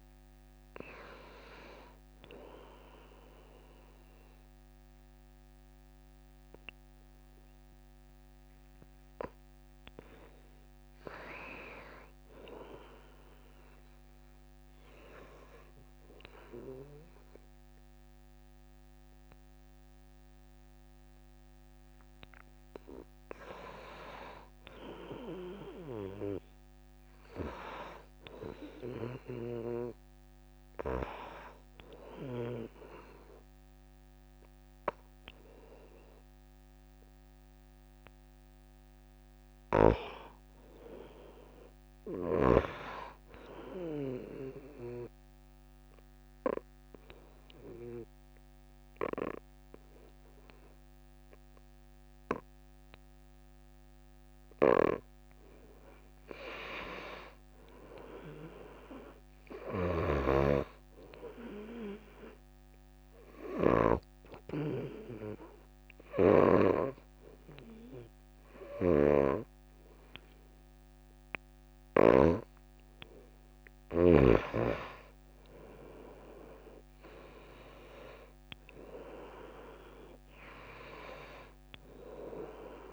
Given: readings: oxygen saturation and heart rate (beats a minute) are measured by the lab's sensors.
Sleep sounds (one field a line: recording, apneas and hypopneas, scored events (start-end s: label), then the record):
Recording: breathing in sleep by a microphone on the trachea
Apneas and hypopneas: 3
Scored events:
2.50-12.50 s: obstructive apnea (oxygen 97% before, 87% lowest)
14.00-18.00 s: arousal
16.00-29.00 s: oxygen desaturation (device-marked, oxygen 97% before, 93% lowest)
39.00-43.00 s: arousal
45.50-56.50 s: obstructive apnea (oxygen 95% before, 87% lowest)
58.00-61.00 s: arousal
60.50-64.50 s: snoring (device-marked)
62.00-75.00 s: oxygen desaturation (device-marked, oxygen 93% before, 87% lowest)
63.00-73.00 s: hypopnea (oxygen 94% before, 87% lowest)
66.50-73.00 s: snoring (device-marked)
75.50-79.00 s: arousal
From the record:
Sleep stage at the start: N2 (light sleep)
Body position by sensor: on the back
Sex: female